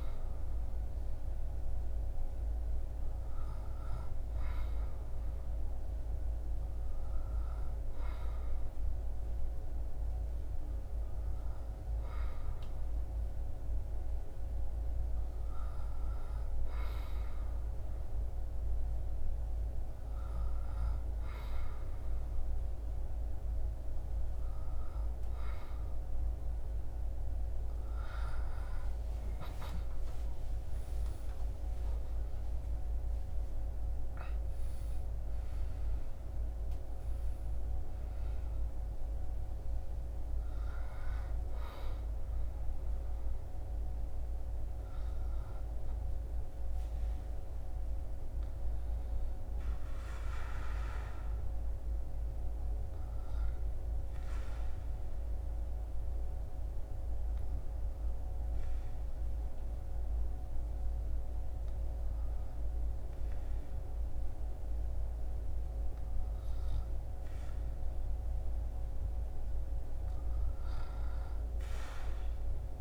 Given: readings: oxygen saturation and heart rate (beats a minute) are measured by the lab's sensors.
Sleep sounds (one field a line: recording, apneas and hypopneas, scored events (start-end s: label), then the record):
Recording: breathing in sleep, hard to hear, by a room microphone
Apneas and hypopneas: 1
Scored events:
39.50-44.50 s: arousal
54.00-66.50 s: obstructive apnea (oxygen 99% before, 96% lowest, heart rate 78 before, 67 extreme, up 4 after)
69.50-72.81 s: arousal
From the record:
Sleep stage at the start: N2 (light sleep)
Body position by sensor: on the back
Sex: male